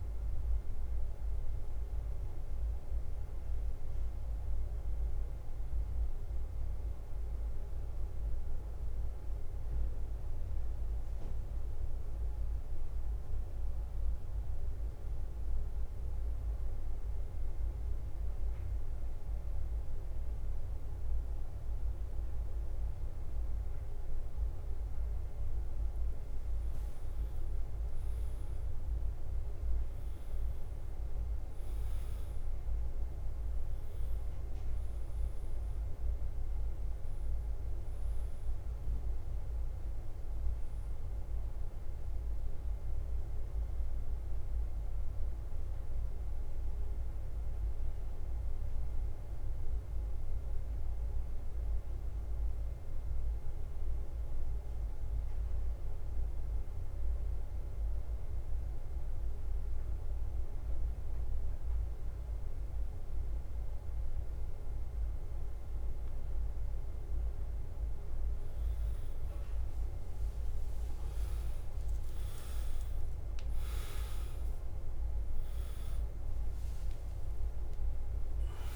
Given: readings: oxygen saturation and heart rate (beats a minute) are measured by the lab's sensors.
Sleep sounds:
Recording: breathing in sleep, hard to hear, by a room microphone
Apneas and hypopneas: 2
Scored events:
0.00-75.50 s: bradycardia (device-marked, heart rate 49 extreme)
4.50-22.50 s: oxygen desaturation (device-marked, oxygen 97% before, 94% lowest, heart rate 54 before, 49 extreme)
8.50-25.50 s: mixed apnea (oxygen 99% before, 94% lowest, heart rate 53 before, 49 extreme, up 4 after)
27.50-32.00 s: arousal
35.50-65.50 s: oxygen desaturation (device-marked, oxygen 99% before, 94% lowest, heart rate 51 before, 49 extreme)
45.50-68.00 s: mixed apnea (oxygen 99% before, 94% lowest, heart rate 53 before, 49 extreme, up 9 after)
70.50-77.50 s: arousal
From the record:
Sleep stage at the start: N2 (light sleep)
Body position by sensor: on the back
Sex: male

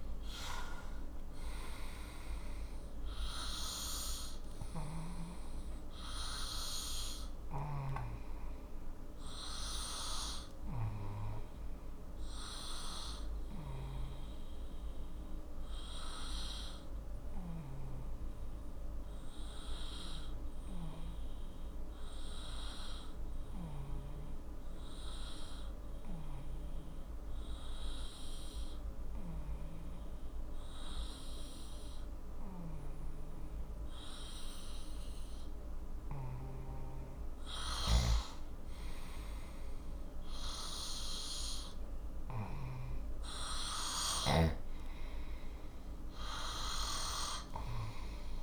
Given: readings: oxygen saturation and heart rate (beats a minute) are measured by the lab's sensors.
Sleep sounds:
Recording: breathing in sleep by a room microphone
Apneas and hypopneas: 1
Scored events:
0.00-2.00 s: arousal
0.00-2.00 s: oxygen desaturation (device-marked, oxygen 93% lowest, heart rate 42 extreme)
7.00-37.00 s: obstructive apnea (oxygen 96% before, 93% lowest, heart rate 52 before, 41 extreme, up 7 after)
39.50-42.00 s: arousal
From the record:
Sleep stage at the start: N2 (light sleep)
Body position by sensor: on the left side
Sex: male

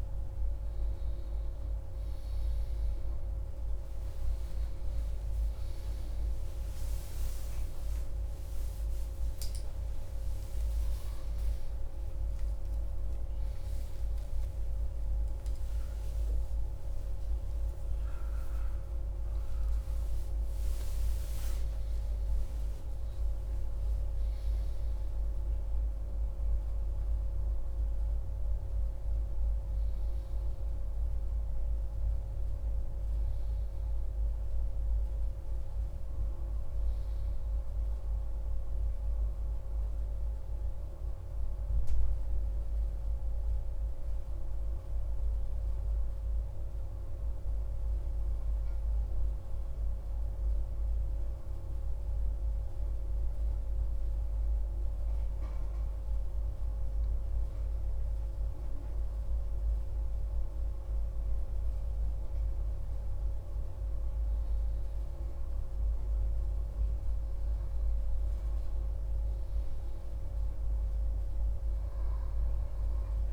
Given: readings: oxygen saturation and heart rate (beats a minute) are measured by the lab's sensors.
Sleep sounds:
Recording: a person partly awake in a sleep study, hard to hear, by a room microphone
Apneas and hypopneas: 1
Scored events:
0.00-15.50 s: oxygen desaturation (device-marked, oxygen 89% lowest, heart rate 63 extreme)
15.50-73.32 s: new sleep stage, N1 (lightest sleep)
44.50-56.50 s: central apnea (oxygen 100% before, 92% lowest, heart rate 70 before, 61 extreme, up 3 after)
59.50-64.00 s: arousal
From the record:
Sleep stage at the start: awake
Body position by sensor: on the back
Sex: male

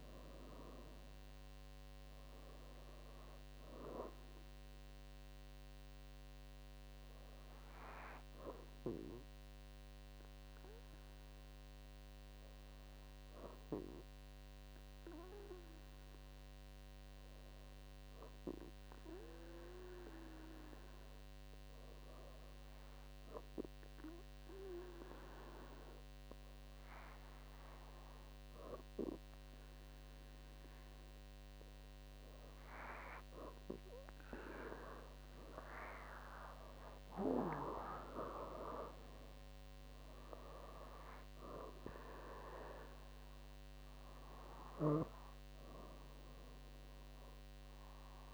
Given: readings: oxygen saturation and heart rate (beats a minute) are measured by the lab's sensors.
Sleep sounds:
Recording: breathing in sleep by a microphone on the trachea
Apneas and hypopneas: 1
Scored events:
0.00-2.50 s: arousal
9.00-29.50 s: hypopnea (oxygen 98% before, 96% lowest, heart rate 68 before, 65 extreme, up 4 after)
36.00-40.00 s: arousal
From the record:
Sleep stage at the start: N2 (light sleep)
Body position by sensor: on the back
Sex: female

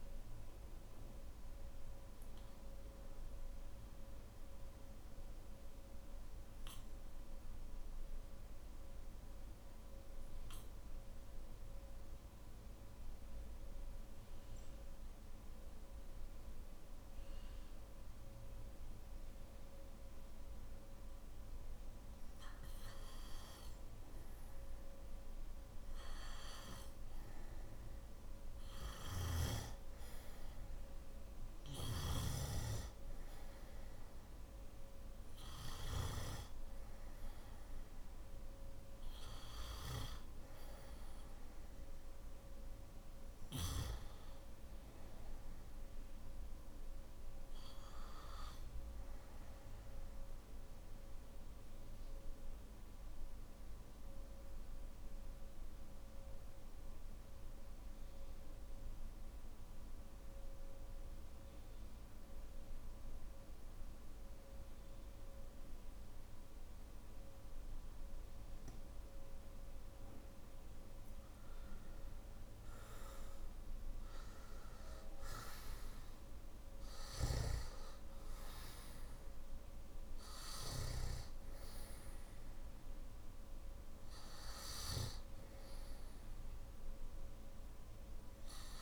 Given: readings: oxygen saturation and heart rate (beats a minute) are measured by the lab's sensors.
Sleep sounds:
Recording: breathing in sleep by a room microphone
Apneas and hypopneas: 2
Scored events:
0.00-18.50 s: oxygen desaturation (device-marked, oxygen 91% lowest, heart rate 46 extreme)
5.50-23.00 s: central apnea (oxygen 98% before, 92% lowest, heart rate 52 before, 46 extreme, up 6 after)
37.50-59.50 s: oxygen desaturation (device-marked, oxygen 97% before, 92% lowest, heart rate 50 before, 47 extreme)
50.50-72.00 s: mixed apnea (oxygen 98% before, 89% lowest, heart rate 56 before, 47 extreme, up 16 after)
79.50-86.50 s: oxygen desaturation (device-marked, oxygen 97% before, 94% lowest, heart rate 53 before, 51 extreme)
From the record:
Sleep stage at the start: N3 (deep sleep)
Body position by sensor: on the back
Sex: male

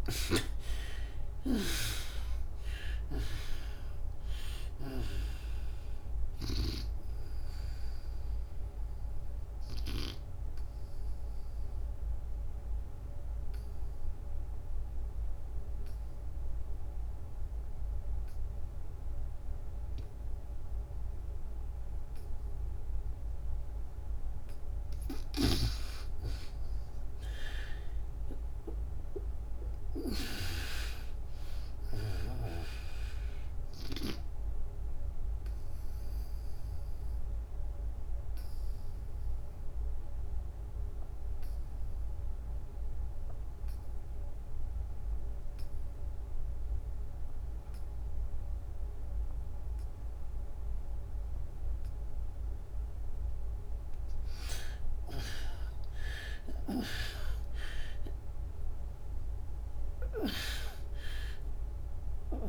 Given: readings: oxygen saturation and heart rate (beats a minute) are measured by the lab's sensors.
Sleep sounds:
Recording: breathing in sleep by a room microphone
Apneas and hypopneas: 2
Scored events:
0.00-3.00 s: arousal
0.00-18.50 s: oxygen desaturation (device-marked, oxygen 54% lowest, heart rate 80 extreme)
9.50-25.00 s: obstructive apnea (oxygen 94% before, 54% lowest, heart rate 118 before, 74 extreme, up 23 after)
23.50-47.50 s: oxygen desaturation (device-marked, oxygen 93% before, 62% lowest, heart rate 100 before, 73 extreme)
27.00-31.50 s: arousal
34.00-52.50 s: obstructive apnea (oxygen 93% before, 62% lowest, heart rate 88 before, 73 extreme, up 27 after)
54.50-62.49 s: oxygen desaturation (device-marked, oxygen 93% before, 63% lowest, heart rate 82 before, 74 extreme)
55.50-60.00 s: arousal
From the record:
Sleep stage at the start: N2 (light sleep)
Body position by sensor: on the back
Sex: female

